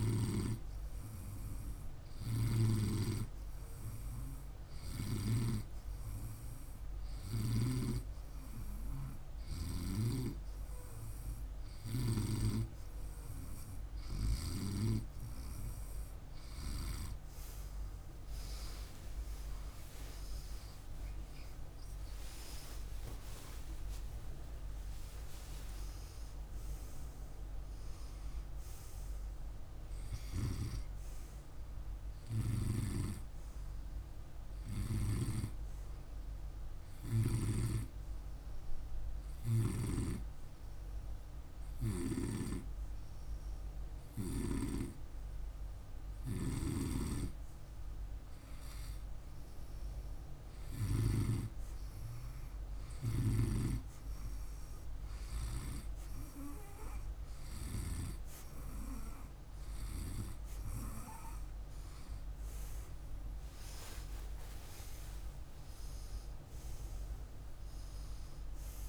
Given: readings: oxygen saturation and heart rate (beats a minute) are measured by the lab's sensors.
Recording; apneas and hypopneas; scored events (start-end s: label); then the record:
breathing in sleep by a room microphone; 1
1.50-7.00 s: snoring (device-marked)
20.50-24.50 s: arousal
37.50-48.50 s: hypopnea (oxygen 98% before, 96% lowest, heart rate 63 before, 51 extreme, up 0 after)
45.50-50.50 s: snoring (device-marked)
59.50-64.00 s: arousal
From the record:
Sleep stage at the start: N2 (light sleep); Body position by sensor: on the right side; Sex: male